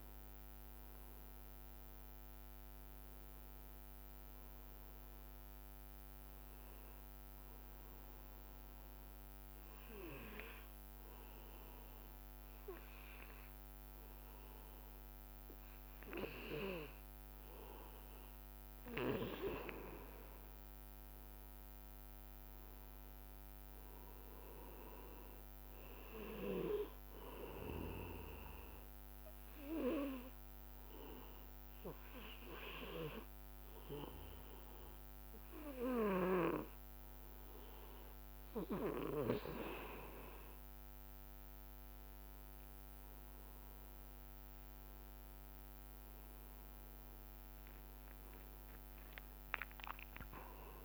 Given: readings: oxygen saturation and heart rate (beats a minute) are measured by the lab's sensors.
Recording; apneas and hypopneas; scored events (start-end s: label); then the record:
breathing in sleep by a microphone on the trachea; 2
0.00-13.50 s: oxygen desaturation (device-marked, oxygen 93% lowest, heart rate 58 extreme)
8.50-19.50 s: obstructive apnea (oxygen 99% before, 93% lowest, heart rate 64 before, 58 extreme, up 2 after)
21.00-24.00 s: arousal
27.50-39.50 s: oxygen desaturation (device-marked, oxygen 99% before, 95% lowest, heart rate 63 before, 61 extreme)
29.50-40.50 s: obstructive apnea (oxygen 99% before, 93% lowest, heart rate 63 before, 62 extreme, up 5 after)
42.00-45.50 s: arousal
49.50-50.84 s: oxygen desaturation (device-marked, oxygen 98% before, 94% lowest, heart rate 63 before, 58 extreme)
From the record:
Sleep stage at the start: N2 (light sleep); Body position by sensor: on the back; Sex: male